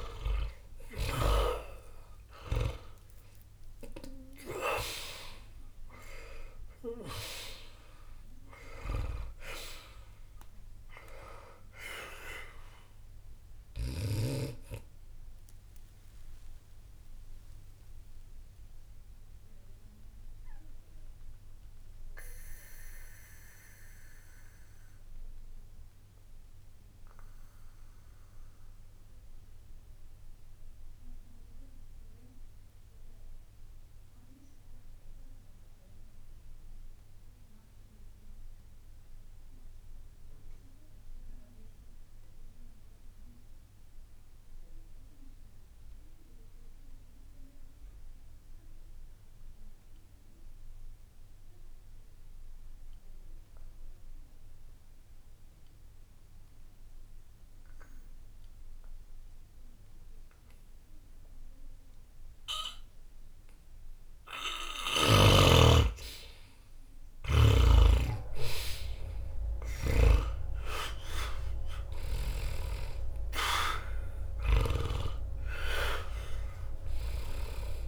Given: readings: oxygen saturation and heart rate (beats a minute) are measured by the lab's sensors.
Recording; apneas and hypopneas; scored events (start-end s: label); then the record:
breathing in sleep by a room microphone; 1
0.00-9.00 s: oxygen desaturation (device-marked, oxygen 87% lowest, heart rate 60 extreme)
17.00-36.00 s: oxygen desaturation (device-marked, oxygen 89% before, 80% lowest, heart rate 60 before, 60 extreme)
17.00-64.00 s: mixed apnea (oxygen 94% before, 75% lowest, heart rate 60 before, 60 extreme, up 0 after)
56.00-77.88 s: oxygen desaturation (device-marked, oxygen 99% before, 75% lowest, heart rate 61 before, 59 extreme)
66.00-70.00 s: arousal
From the record:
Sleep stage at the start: N2 (light sleep); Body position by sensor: on the back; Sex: male